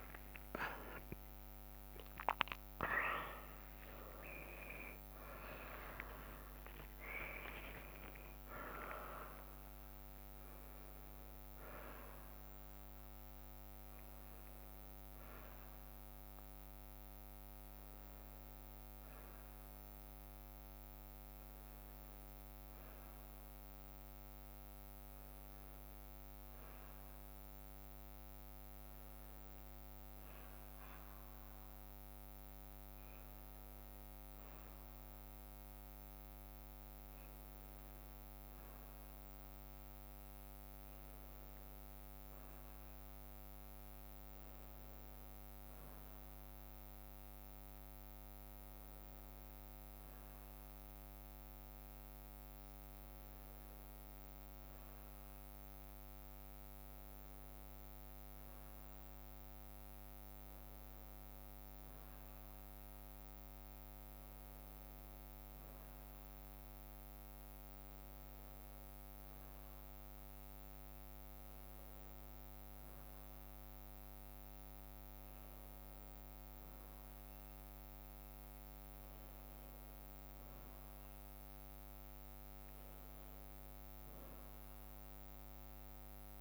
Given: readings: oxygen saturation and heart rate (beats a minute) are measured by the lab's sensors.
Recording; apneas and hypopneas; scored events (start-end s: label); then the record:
a person partly awake in a sleep study, by a microphone on the trachea; none
0.00-2.50 s: drop in pulse transit time (device-marked, heart rate 84 extreme)
21.50-86.41 s: new sleep stage, N1 (lightest sleep)
From the record:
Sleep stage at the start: awake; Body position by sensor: on the back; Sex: female